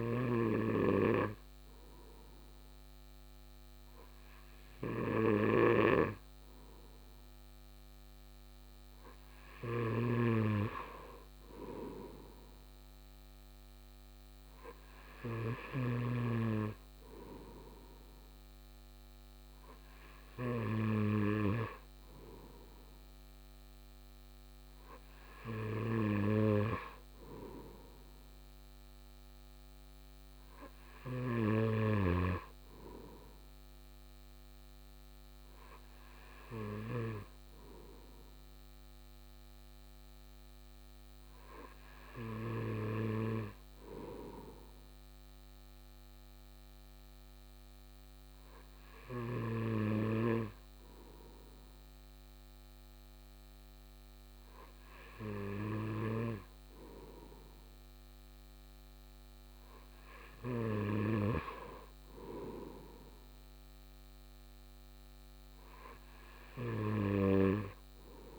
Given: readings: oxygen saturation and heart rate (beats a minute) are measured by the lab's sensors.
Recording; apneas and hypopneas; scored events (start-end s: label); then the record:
breathing in sleep by a microphone on the trachea; none
0.00-15.50 s: snoring (device-marked)
From the record:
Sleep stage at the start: N2 (light sleep); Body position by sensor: on the right side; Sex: male